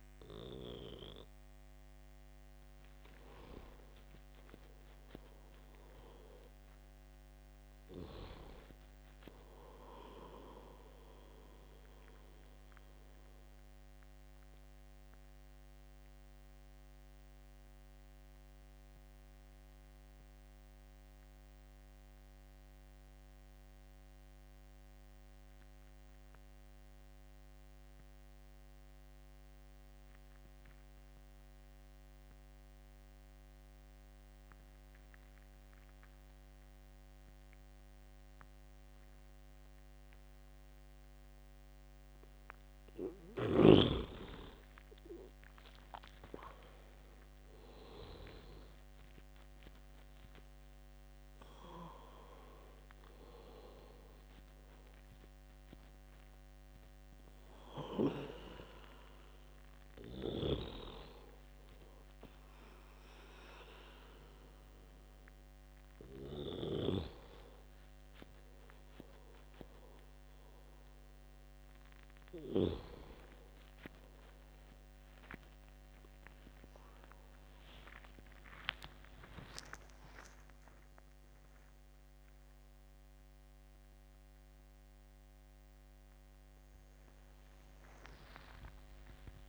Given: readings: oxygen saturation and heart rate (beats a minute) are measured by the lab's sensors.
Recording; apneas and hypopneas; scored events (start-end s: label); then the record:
a person partly awake in a sleep study, by a microphone on the trachea; 1
0.00-10.50 s: oxygen desaturation (device-marked, oxygen 88% lowest, heart rate 63 extreme)
7.50-10.50 s: arousal
13.00-42.50 s: mixed apnea (oxygen 98% before, 86% lowest, heart rate 78 before, 63 extreme, up 15 after)
36.50-66.50 s: oxygen desaturation (device-marked, oxygen 98% before, 89% lowest, heart rate 68 before, 71 extreme)
45.00-49.00 s: arousal
63.50-89.49 s: new sleep stage, awake
68.50-84.50 s: oxygen desaturation (device-marked, oxygen 91% before, 86% lowest, heart rate 80 before, 77 extreme)
From the record:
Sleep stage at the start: N2 (light sleep); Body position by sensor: on the back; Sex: male